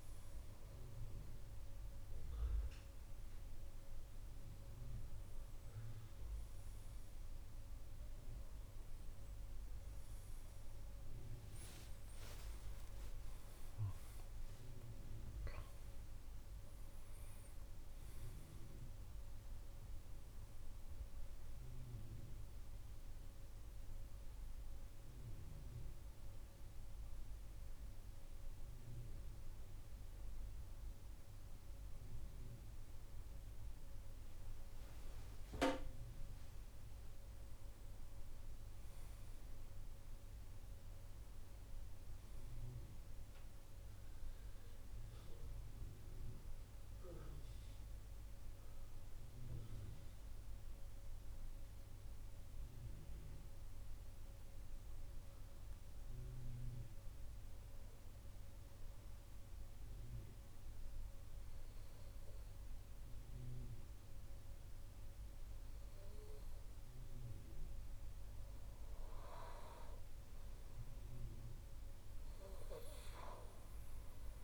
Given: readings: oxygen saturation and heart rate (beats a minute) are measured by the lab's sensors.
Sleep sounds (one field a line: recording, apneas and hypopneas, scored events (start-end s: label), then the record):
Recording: breathing in sleep by a room microphone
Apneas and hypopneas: 2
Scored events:
11.50-16.50 s: arousal
25.00-35.00 s: central apnea (oxygen 95% before, 91% lowest, heart rate 76 before, 65 extreme, up 10 after)
37.00-40.00 s: arousal
58.50-68.50 s: obstructive apnea (oxygen 96% before, 91% lowest, heart rate 70 before, 66 extreme, up 3 after)
65.50-74.44 s: oxygen desaturation (device-marked, oxygen 95% before, 91% lowest, heart rate 69 before, 66 extreme)
71.00-74.44 s: arousal
From the record:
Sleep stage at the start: N2 (light sleep)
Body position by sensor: on the back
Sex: male